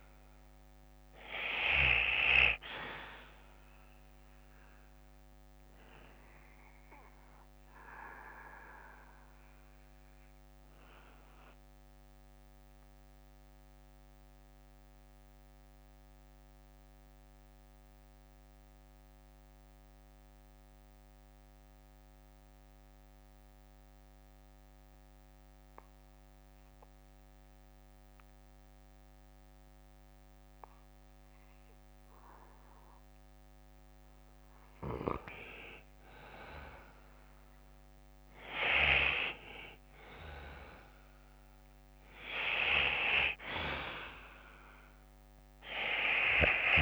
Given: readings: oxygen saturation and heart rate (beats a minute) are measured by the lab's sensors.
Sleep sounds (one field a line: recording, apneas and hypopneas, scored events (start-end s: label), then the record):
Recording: breathing in sleep by a microphone on the trachea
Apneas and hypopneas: 1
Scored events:
0.00-10.00 s: oxygen desaturation (device-marked, oxygen 93% lowest, heart rate 52 extreme)
3.00-5.00 s: bradycardia (device-marked, heart rate 59 before, 68 extreme)
6.00-32.00 s: bradycardia (device-marked, heart rate 59 before, 52 extreme)
11.50-34.50 s: mixed apnea (oxygen 98% before, 90% lowest, heart rate 64 before, 56 extreme, up 9 after)
16.00-22.00 s: oxygen desaturation (device-marked, oxygen 94% before, 91% lowest, heart rate 62 before, 56 extreme)
36.00-40.50 s: arousal
41.00-46.82 s: oxygen desaturation (device-marked, oxygen 99% before, 94% lowest, heart rate 58 before, 48 extreme)
From the record:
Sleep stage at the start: REM sleep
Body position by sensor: on the back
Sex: male